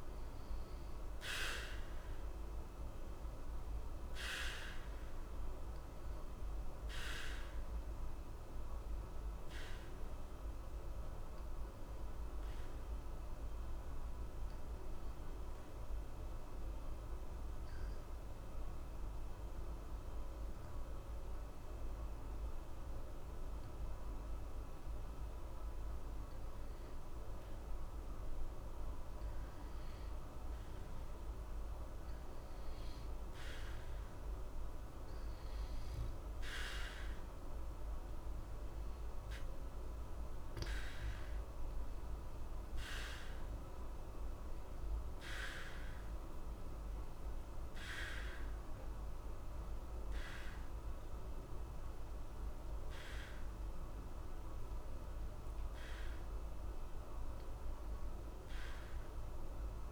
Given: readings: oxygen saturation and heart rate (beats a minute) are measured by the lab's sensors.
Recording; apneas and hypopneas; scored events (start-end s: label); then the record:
breathing in sleep by a room microphone; 1
12.50-29.50 s: oxygen desaturation (device-marked, oxygen 92% before, 88% lowest, heart rate 60 before, 60 extreme)
14.00-25.50 s: central apnea (oxygen 92% before, 88% lowest, heart rate 60 before, 60 extreme, up 0 after)
31.00-35.00 s: arousal
58.00-59.92 s: arousal
From the record:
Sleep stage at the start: N2 (light sleep); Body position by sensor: on the back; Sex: male